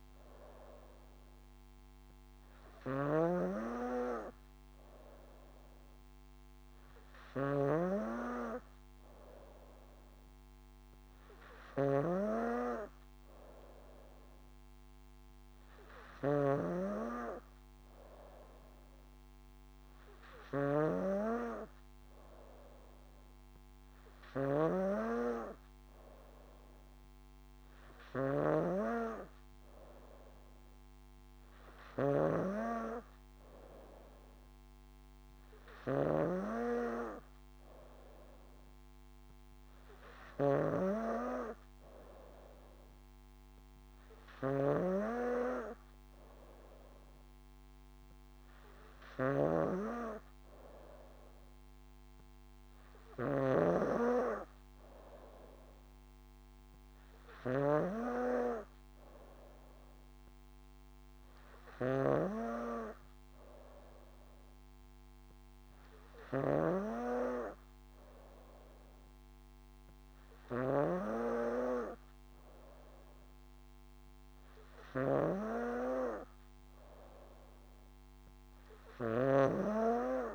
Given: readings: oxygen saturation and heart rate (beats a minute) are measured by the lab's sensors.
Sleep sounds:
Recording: breathing in sleep by a microphone on the trachea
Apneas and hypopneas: none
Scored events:
0.00-80.00 s: snoring (device-marked)
From the record:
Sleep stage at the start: N3 (deep sleep)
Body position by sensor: on the back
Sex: female

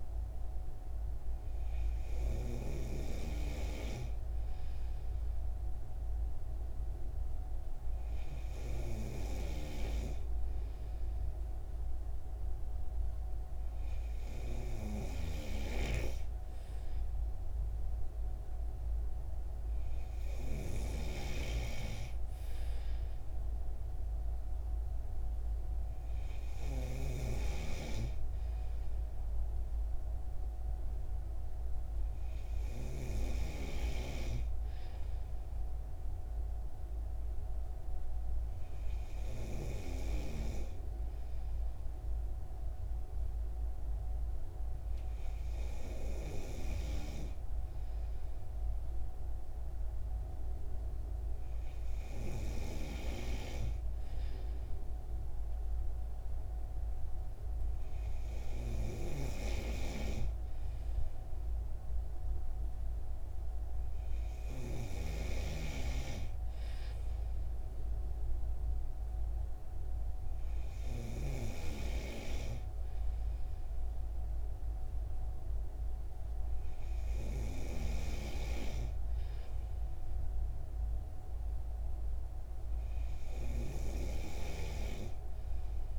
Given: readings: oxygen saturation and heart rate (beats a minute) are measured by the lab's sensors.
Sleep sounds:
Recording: breathing in sleep by a room microphone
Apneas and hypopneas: none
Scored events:
27.50-34.00 s: snoring (device-marked)
84.50-85.99 s: snoring (device-marked)
From the record:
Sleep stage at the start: N3 (deep sleep)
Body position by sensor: on the right side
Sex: male

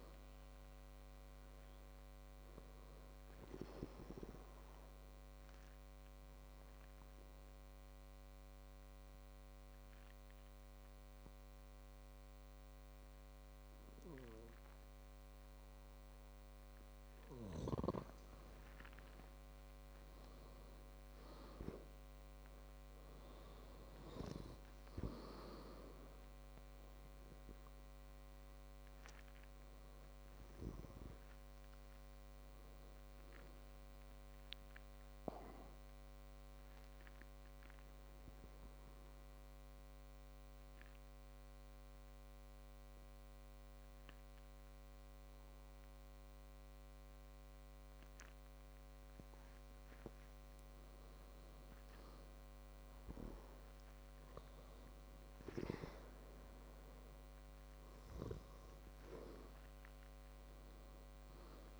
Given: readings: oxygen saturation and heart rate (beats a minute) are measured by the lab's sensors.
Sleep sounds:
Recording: breathing in sleep by a microphone on the trachea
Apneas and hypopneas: 2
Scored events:
4.50-19.50 s: obstructive apnea (oxygen 96% before, 94% lowest, heart rate 63 before, 55 extreme, up 12 after)
20.50-24.50 s: arousal
36.50-50.00 s: mixed apnea (oxygen 97% before, 94% lowest, heart rate 63 before, 56 extreme, up 10 after)
52.50-56.50 s: arousal
From the record:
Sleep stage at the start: N2 (light sleep)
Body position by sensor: on the back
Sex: male

